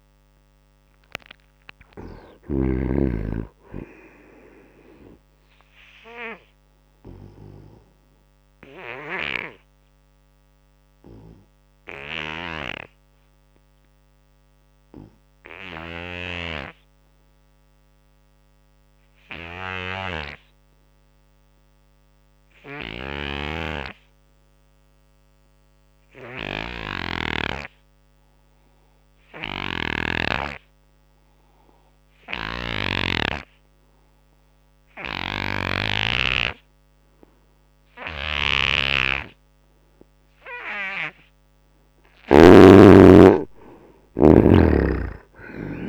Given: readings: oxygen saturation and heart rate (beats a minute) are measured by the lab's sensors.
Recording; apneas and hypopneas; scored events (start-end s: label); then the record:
breathing in sleep by a microphone on the trachea; 1
0.00-2.50 s: snoring (device-marked)
0.00-25.00 s: oxygen desaturation (device-marked, oxygen 76% lowest, heart rate 64 extreme)
5.50-40.50 s: obstructive apnea (oxygen 95% before, 74% lowest, heart rate 77 before, 66 extreme, up 17 after)
23.00-42.50 s: snoring (device-marked)
36.00-45.89 s: oxygen desaturation (device-marked, oxygen 97% before, 74% lowest, heart rate 76 before, 65 extreme)
42.00-45.89 s: arousal
From the record:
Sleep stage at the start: N2 (light sleep); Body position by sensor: on the right side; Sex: male